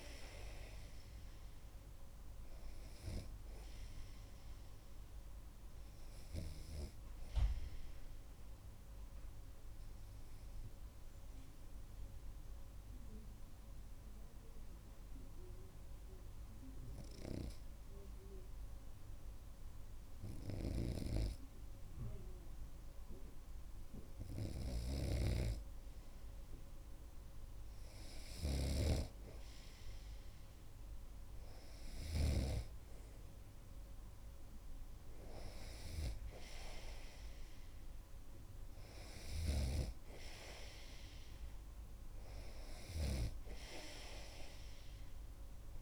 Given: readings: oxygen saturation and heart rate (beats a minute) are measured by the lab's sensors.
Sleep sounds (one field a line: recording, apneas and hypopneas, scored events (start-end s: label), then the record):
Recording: breathing in sleep by a room microphone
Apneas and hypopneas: 1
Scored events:
8.00-22.50 s: obstructive apnea (oxygen 97% before, 95% lowest)
21.00-32.50 s: snoring (device-marked)
29.00-45.82 s: new sleep stage, N2 (light sleep)
29.50-35.00 s: arousal
39.50-45.82 s: snoring (device-marked)
From the record:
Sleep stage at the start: REM sleep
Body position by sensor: on the right side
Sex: male